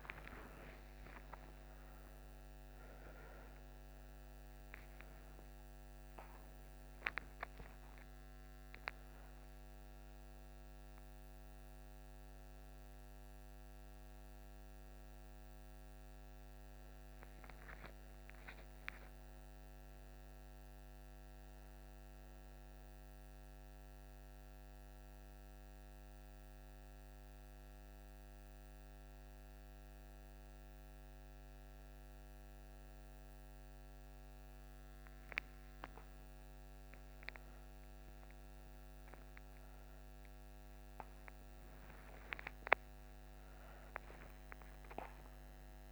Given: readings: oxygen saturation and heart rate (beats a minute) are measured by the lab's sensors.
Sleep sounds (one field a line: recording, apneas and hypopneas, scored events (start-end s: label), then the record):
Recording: a person awake in a sleep study, by a microphone on the trachea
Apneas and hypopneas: none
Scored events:
none scored
From the record:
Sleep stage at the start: awake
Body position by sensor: on the back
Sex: female